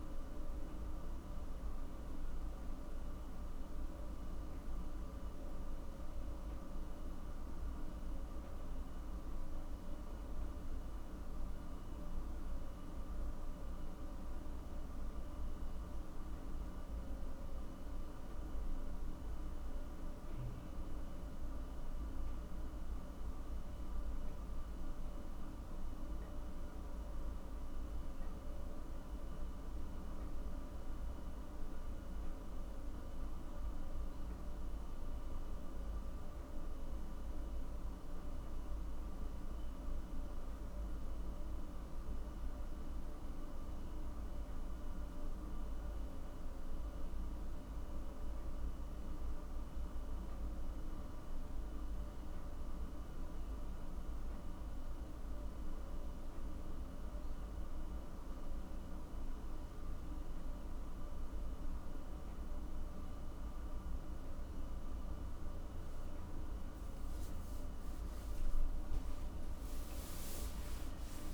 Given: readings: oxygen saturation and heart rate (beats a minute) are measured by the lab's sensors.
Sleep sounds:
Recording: breathing in sleep, hard to hear, by a room microphone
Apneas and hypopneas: none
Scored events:
none scored
From the record:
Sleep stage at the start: N1 (lightest sleep)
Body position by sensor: on the back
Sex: male

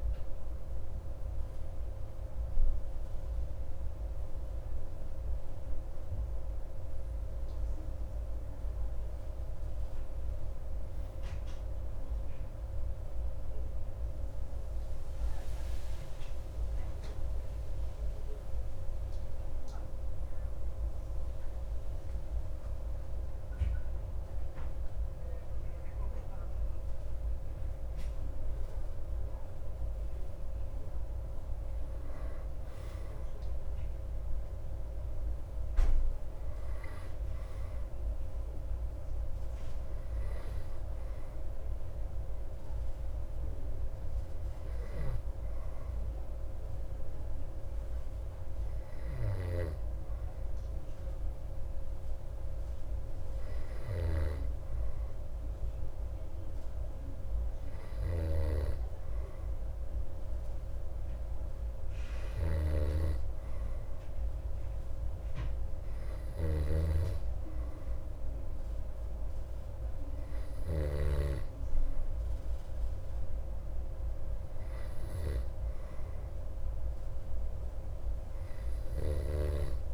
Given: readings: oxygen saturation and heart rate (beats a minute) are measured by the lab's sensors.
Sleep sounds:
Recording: breathing in sleep by a room microphone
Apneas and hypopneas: none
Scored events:
66.50-71.50 s: snoring (device-marked)
From the record:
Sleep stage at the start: N2 (light sleep)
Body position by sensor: on the back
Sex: male

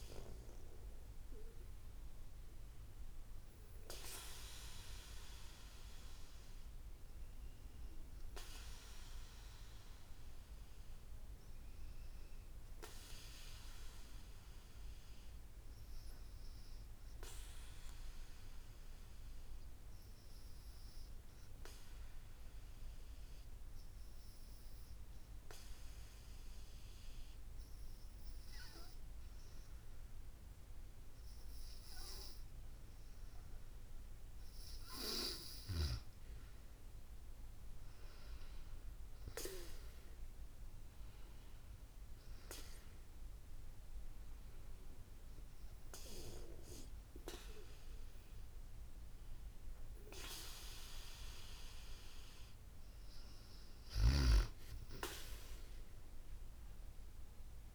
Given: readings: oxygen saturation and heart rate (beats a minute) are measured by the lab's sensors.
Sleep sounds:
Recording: breathing in sleep by a room microphone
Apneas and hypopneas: 1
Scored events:
16.50-34.00 s: obstructive apnea (oxygen 96% before, 92% lowest, heart rate 69 before, 66 extreme, up 6 after)
27.00-57.00 s: oxygen desaturation (device-marked, oxygen 95% before, 92% lowest, heart rate 68 before, 65 extreme)
36.50-40.50 s: arousal
From the record:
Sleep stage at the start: N2 (light sleep)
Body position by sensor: on the back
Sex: female

